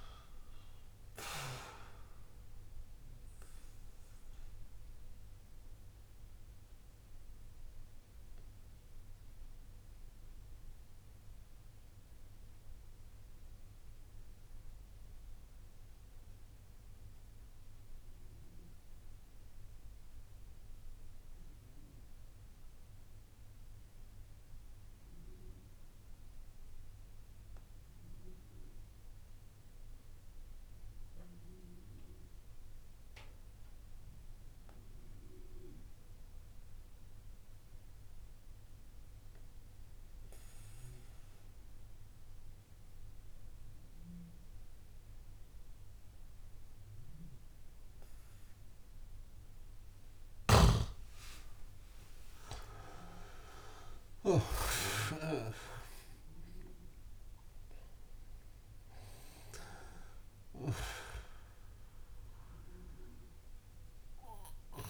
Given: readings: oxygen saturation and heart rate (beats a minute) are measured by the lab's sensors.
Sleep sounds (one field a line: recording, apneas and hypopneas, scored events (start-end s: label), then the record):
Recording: breathing in sleep by a room microphone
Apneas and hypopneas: 1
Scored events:
0.00-25.50 s: oxygen desaturation (device-marked, oxygen 87% lowest)
3.00-50.00 s: obstructive apnea (oxygen 98% before, 83% lowest)
38.50-64.90 s: oxygen desaturation (device-marked, oxygen 98% before, 83% lowest)
50.00-54.50 s: snoring (device-marked)
51.00-55.50 s: arousal
From the record:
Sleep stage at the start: N2 (light sleep)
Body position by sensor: on the back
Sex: male